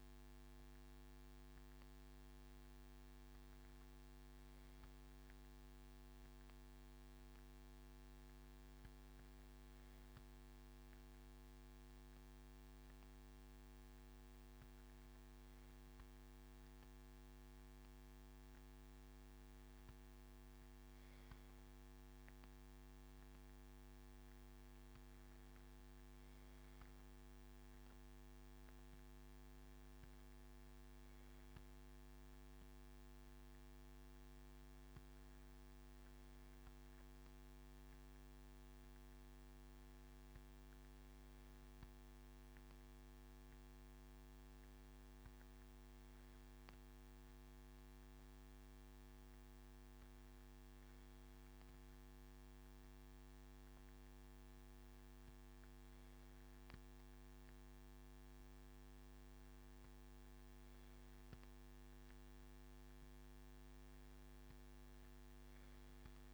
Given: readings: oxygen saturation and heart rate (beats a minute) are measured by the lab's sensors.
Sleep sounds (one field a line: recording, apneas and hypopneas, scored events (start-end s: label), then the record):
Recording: breathing in sleep, hard to hear, by a microphone on the trachea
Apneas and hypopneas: none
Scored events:
none scored
From the record:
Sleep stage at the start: N2 (light sleep)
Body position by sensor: on the left side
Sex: male